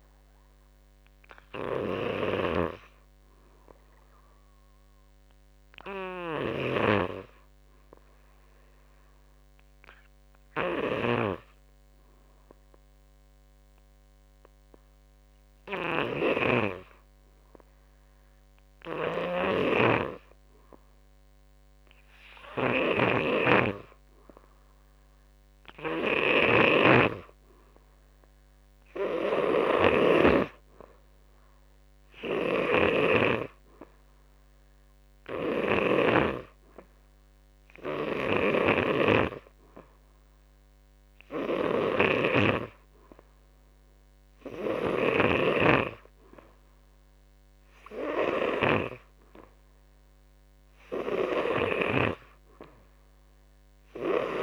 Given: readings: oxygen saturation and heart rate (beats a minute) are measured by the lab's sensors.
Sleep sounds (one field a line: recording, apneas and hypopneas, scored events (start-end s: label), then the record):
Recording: breathing in sleep by a microphone on the trachea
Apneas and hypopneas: none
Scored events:
0.00-1.00 s: drop in pulse transit time (device-marked, heart rate 59 extreme)
0.00-9.00 s: oxygen desaturation (device-marked, oxygen 83% lowest, heart rate 51 extreme)
11.00-38.00 s: oxygen desaturation (device-marked, oxygen 97% before, 85% lowest, heart rate 58 before, 55 extreme)
19.00-30.00 s: snoring (device-marked)
32.00-45.00 s: snoring (device-marked)
From the record:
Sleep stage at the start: N2 (light sleep)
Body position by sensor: on the back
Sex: male